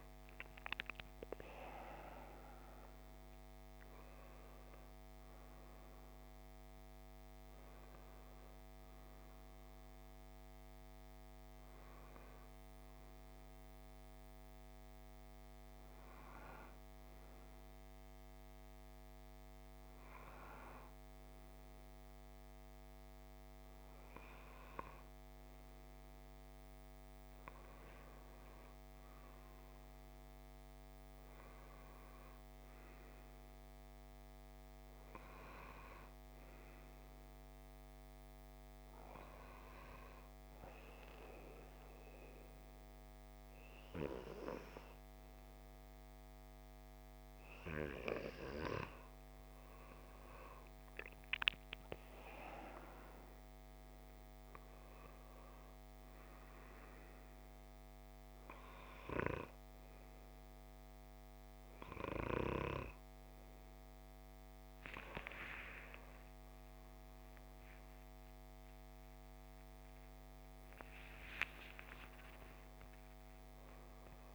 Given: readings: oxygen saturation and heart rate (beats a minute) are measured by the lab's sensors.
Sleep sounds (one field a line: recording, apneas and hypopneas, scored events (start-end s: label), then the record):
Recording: breathing in sleep by a microphone on the trachea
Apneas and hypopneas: 1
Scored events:
0.50-4.50 s: arousal
40.50-52.50 s: hypopnea (oxygen 96% before, 93% lowest)
66.00-71.00 s: arousal
From the record:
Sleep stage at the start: N2 (light sleep)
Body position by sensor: on the left side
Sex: male